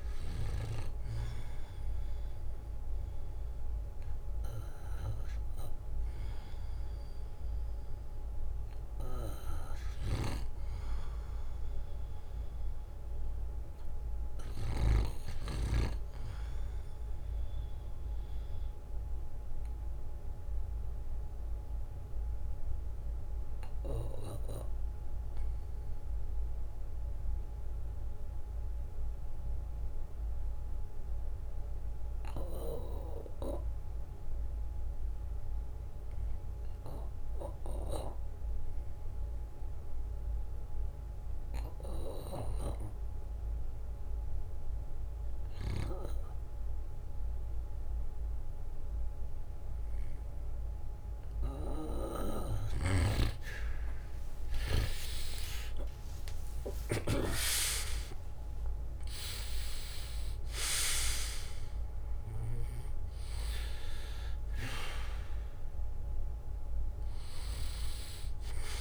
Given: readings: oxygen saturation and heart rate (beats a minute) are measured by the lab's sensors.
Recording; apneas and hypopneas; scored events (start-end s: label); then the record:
breathing in sleep by a room microphone; 1
19.50-49.00 s: obstructive apnea (oxygen 99% before, 88% lowest, heart rate 63 before, 53 extreme, up 14 after)
21.50-23.50 s: bradycardia (device-marked, heart rate 64 before, 60 extreme)
31.50-38.50 s: bradycardia (device-marked, heart rate 64 before, 57 extreme)
39.50-51.50 s: bradycardia (device-marked, heart rate 64 before, 53 extreme)
54.50-59.00 s: arousal
60.50-68.81 s: oxygen desaturation (device-marked, oxygen 95% before, 92% lowest, heart rate 59 before, 61 extreme)
From the record:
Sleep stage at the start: REM sleep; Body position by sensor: on the back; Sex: male